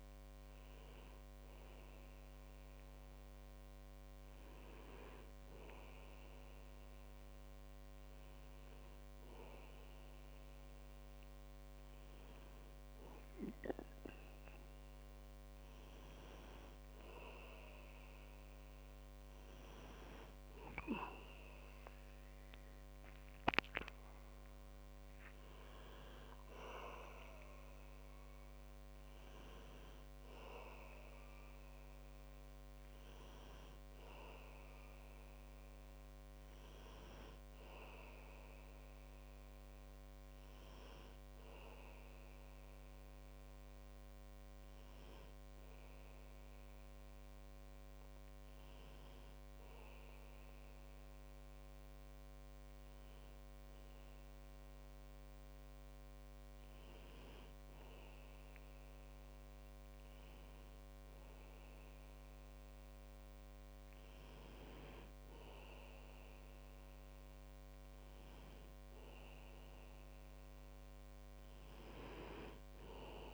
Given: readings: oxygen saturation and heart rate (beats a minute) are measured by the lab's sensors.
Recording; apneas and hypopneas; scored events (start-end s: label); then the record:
breathing in sleep by a microphone on the trachea; none
21.50-24.50 s: arousal
48.00-73.34 s: new sleep stage, N2 (light sleep)
From the record:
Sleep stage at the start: N1 (lightest sleep); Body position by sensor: on the back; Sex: male